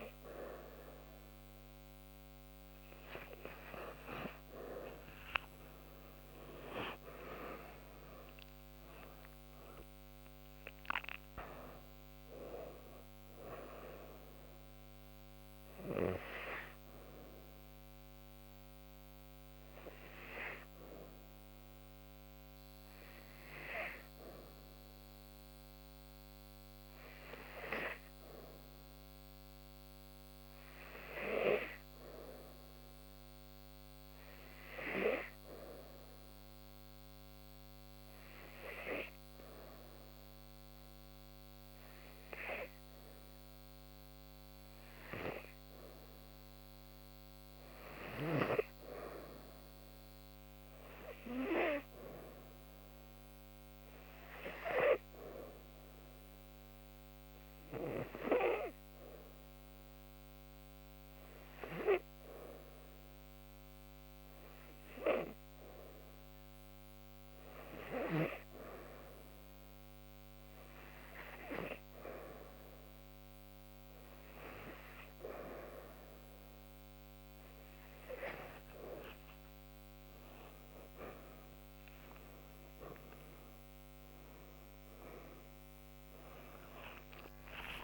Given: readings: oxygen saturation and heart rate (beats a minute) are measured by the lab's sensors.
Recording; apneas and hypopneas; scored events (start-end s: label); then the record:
breathing in sleep by a microphone on the trachea; 2
0.00-32.00 s: oxygen desaturation (device-marked, oxygen 92% before, 86% lowest, heart rate 79 before, 73 extreme)
4.50-8.50 s: arousal
19.00-42.50 s: hypopnea (oxygen 92% before, 87% lowest, heart rate 82 before, 74 extreme, up 5 after)
45.00-48.00 s: arousal
45.00-64.00 s: oxygen desaturation (device-marked, oxygen 97% before, 88% lowest, heart rate 75 before, 78 extreme)
53.50-66.50 s: hypopnea (oxygen 98% before, 87% lowest, heart rate 77 before, 78 extreme, up 2 after)
From the record:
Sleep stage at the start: N2 (light sleep); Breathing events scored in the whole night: 177 in 5.9 hours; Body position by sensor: on the back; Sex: female